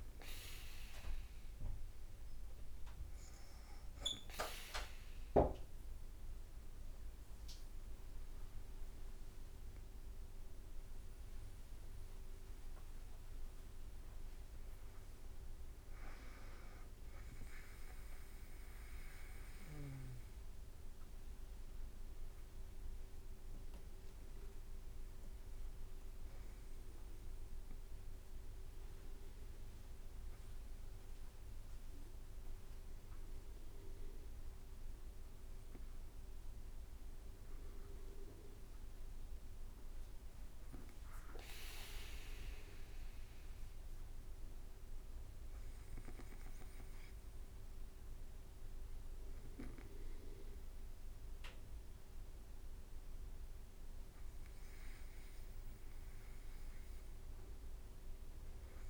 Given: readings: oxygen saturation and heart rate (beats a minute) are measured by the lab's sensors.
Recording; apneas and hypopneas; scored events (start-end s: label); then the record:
breathing in sleep by a room microphone; 2
4.00-14.50 s: obstructive apnea (oxygen 96% before, 94% lowest, heart rate 53 before, 50 extreme, up 2 after)
6.50-58.89 s: new sleep stage, N1 (lightest sleep)
11.50-29.50 s: drop in pulse transit time (device-marked, heart rate 53 before, 50 extreme)
18.00-23.50 s: arousal
30.50-43.00 s: hypopnea (oxygen 96% before, 95% lowest, heart rate 51 before, 50 extreme, up 4 after)
47.00-51.00 s: arousal
From the record:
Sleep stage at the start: N2 (light sleep); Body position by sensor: on the back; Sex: female